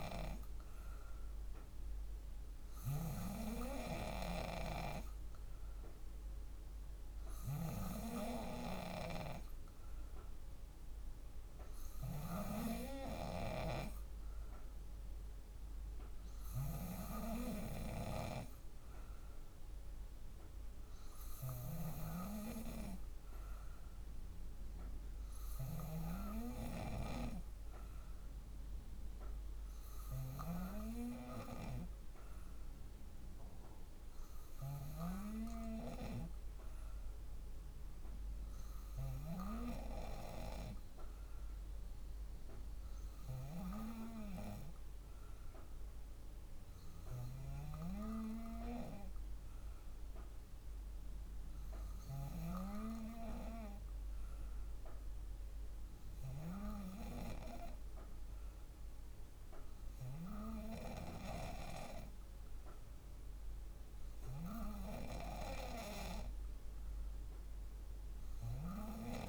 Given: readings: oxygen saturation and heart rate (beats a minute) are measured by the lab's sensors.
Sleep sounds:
breathing in sleep by a room microphone; none
21.00-25.50 s: snoring (device-marked)
From the record:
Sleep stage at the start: N2 (light sleep); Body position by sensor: on the back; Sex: female

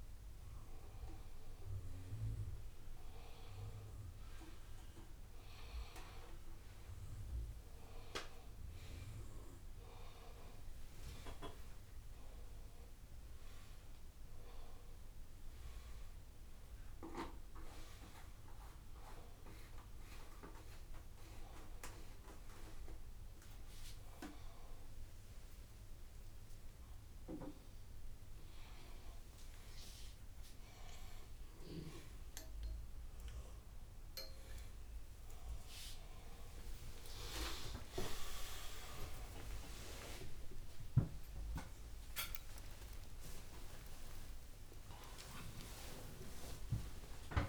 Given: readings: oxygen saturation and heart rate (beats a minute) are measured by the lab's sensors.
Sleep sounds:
a person awake in a sleep study, by a room microphone; none
13.00-17.50 s: snoring (device-marked)
36.00-38.00 s: long interval between heartbeats (device-marked, heart rate 101 before, 106 extreme)
44.00-47.49 s: oxygen desaturation (device-marked, oxygen 95% before, 92% lowest, heart rate 103 before, 94 extreme)
From the record:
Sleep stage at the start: awake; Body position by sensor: upright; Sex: male

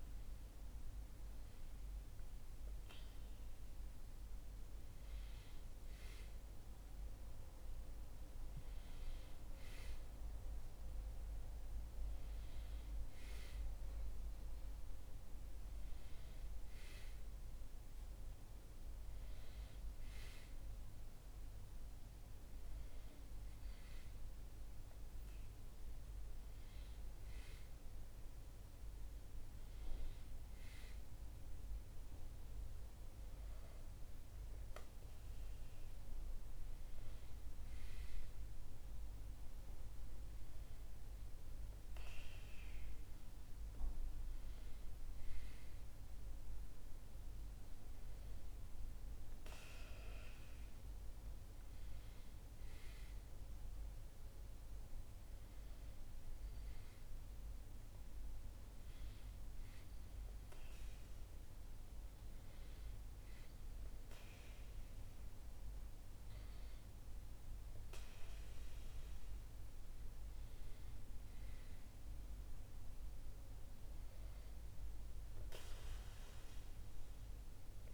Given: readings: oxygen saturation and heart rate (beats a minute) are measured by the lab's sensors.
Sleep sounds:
breathing in sleep, hard to hear, by a room microphone; none
none scored
From the record:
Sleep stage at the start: N2 (light sleep); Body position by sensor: on the back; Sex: male

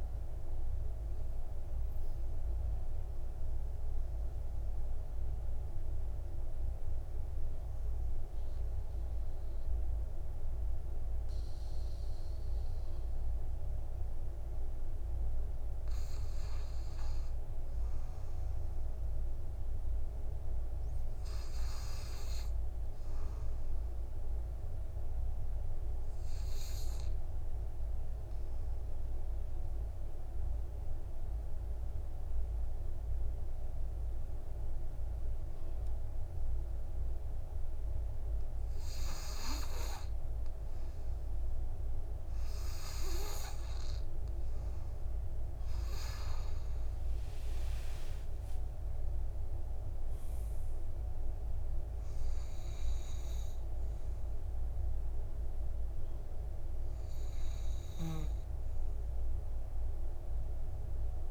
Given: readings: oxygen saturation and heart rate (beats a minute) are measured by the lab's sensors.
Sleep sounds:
breathing in sleep, hard to hear, by a room microphone; 2
2.50-15.50 s: central apnea (oxygen 97% before, 92% lowest, heart rate 57 before, 46 extreme, up 7 after)
19.00-21.50 s: arousal
25.50-39.50 s: obstructive apnea (oxygen 99% before, 92% lowest, heart rate 50 before, 45 extreme, up 5 after)
47.00-51.00 s: arousal
48.50-61.31 s: oxygen desaturation (device-marked, oxygen 96% before, 92% lowest, heart rate 52 before, 45 extreme)
From the record:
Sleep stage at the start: N2 (light sleep); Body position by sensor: on the back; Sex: male

